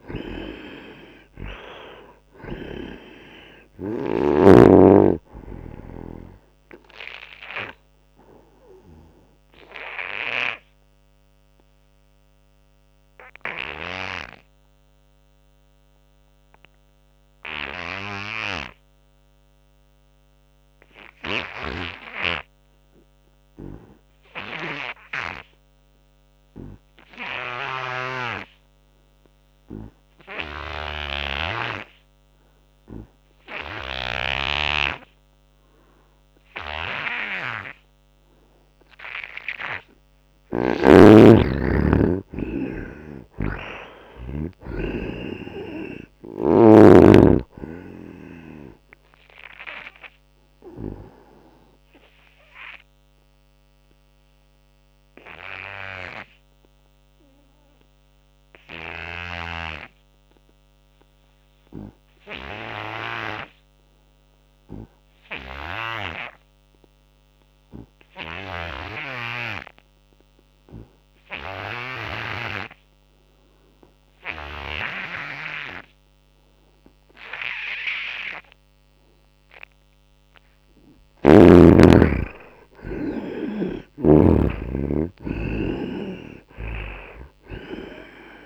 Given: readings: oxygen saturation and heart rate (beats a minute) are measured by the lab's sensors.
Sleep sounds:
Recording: breathing in sleep by a microphone on the trachea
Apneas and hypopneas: 2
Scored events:
0.00-19.00 s: oxygen desaturation (device-marked, oxygen 75% lowest, heart rate 66 extreme)
7.00-40.50 s: obstructive apnea (oxygen 97% before, 75% lowest, heart rate 76 before, 76 extreme, up 10 after)
27.50-34.00 s: snoring (device-marked)
30.00-62.00 s: oxygen desaturation (device-marked, oxygen 98% before, 77% lowest, heart rate 85 before, 77 extreme)
40.00-46.50 s: snoring (device-marked)
41.00-44.50 s: arousal
48.00-79.00 s: obstructive apnea (oxygen 98% before, 75% lowest, heart rate 80 before, 77 extreme, up 6 after)
74.00-88.46 s: oxygen desaturation (device-marked, oxygen 97% before, 75% lowest, heart rate 82 before, 62 extreme)
80.50-84.50 s: arousal
85.50-88.46 s: snoring (device-marked)
From the record:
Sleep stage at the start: N2 (light sleep)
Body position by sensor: on the right side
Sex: male

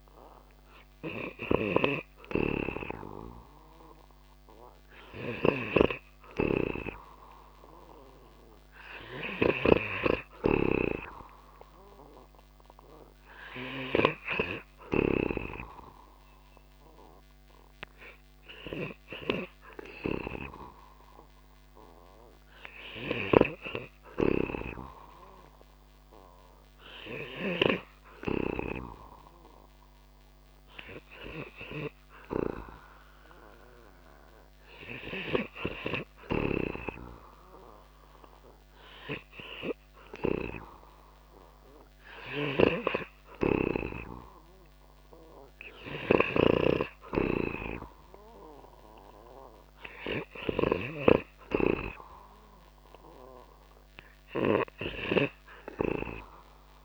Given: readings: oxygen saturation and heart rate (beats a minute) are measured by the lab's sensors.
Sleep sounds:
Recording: breathing in sleep by a microphone on the trachea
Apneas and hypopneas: none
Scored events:
0.00-7.50 s: oxygen desaturation (device-marked, oxygen 92% lowest)
0.50-14.50 s: snoring (device-marked)
41.50-45.50 s: snoring (device-marked)
From the record:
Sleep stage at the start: N2 (light sleep)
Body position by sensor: on the back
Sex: male

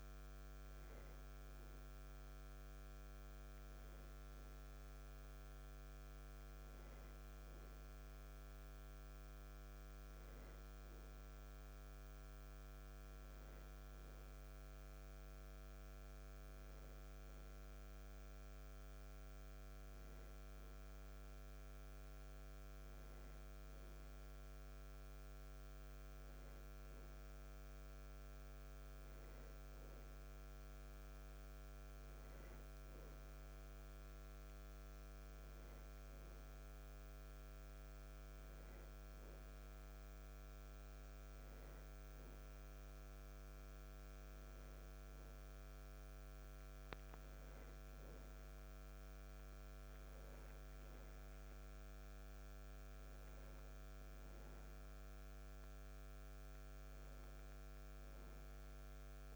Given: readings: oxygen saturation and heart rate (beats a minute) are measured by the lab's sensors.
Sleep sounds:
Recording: breathing in sleep, hard to hear, by a microphone on the trachea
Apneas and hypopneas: none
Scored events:
none scored
From the record:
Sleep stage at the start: N1 (lightest sleep)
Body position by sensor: on the back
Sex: male

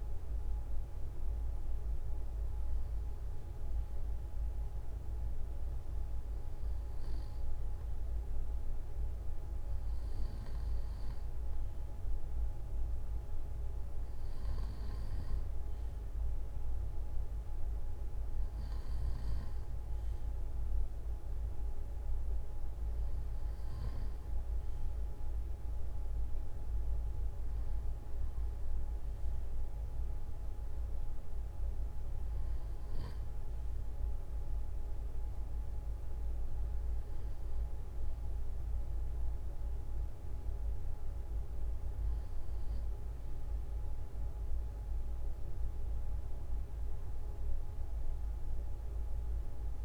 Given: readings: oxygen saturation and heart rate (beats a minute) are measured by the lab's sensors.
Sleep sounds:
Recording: breathing in sleep, hard to hear, by a room microphone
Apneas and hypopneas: none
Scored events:
none scored
From the record:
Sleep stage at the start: REM sleep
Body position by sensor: on the front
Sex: male

